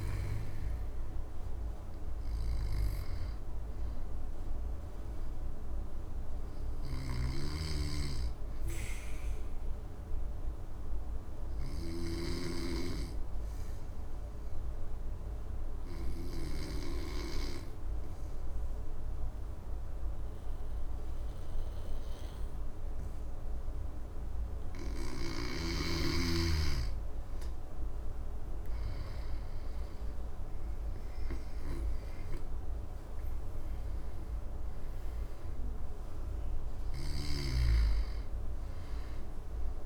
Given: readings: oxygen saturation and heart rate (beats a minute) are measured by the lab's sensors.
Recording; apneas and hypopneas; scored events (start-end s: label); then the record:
breathing in sleep by a room microphone; 1
0.00-10.00 s: oxygen desaturation (device-marked, oxygen 90% lowest, heart rate 69 extreme)
6.50-12.00 s: snoring (device-marked)
6.50-24.00 s: hypopnea (oxygen 98% before, 92% lowest, heart rate 82 before, 69 extreme, up 9 after)
25.00-39.86 s: snoring (device-marked)
27.00-31.00 s: arousal
29.00-39.86 s: oxygen desaturation (device-marked, oxygen 99% before, 94% lowest, heart rate 70 before, 69 extreme)
From the record:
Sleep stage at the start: N2 (light sleep); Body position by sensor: on the back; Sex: male